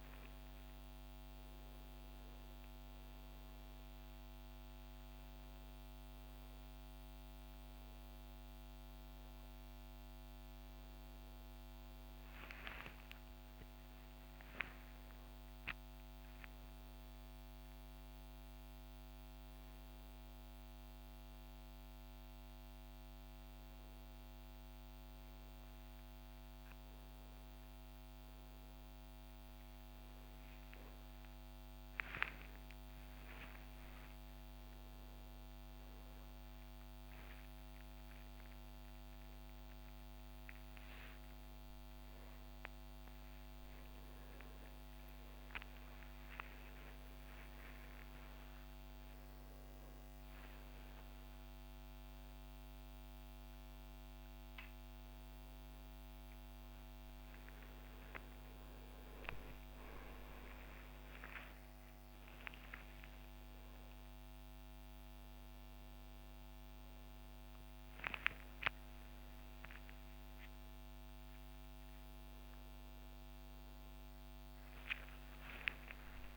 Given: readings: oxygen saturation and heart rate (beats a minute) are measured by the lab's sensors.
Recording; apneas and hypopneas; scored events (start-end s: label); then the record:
a person awake in a sleep study, hard to hear, by a microphone on the trachea; none
12.50-15.50 s: oxygen desaturation (device-marked, oxygen 97% before, 92% lowest, heart rate 88 before, 59 extreme)
From the record:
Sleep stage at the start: awake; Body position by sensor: on the back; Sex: male